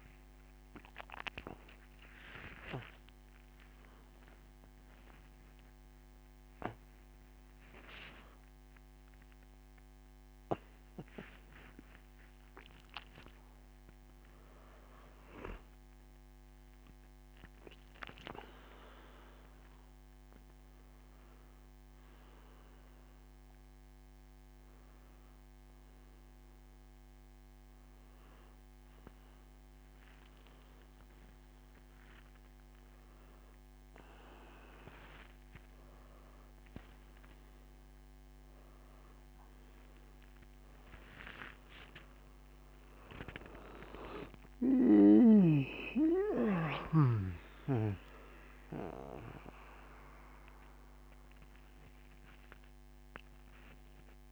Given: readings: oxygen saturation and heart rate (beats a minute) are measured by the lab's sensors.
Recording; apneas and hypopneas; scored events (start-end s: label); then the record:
a person awake in a sleep study, by a microphone on the trachea; none
none scored
From the record:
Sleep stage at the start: awake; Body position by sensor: on the back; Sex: male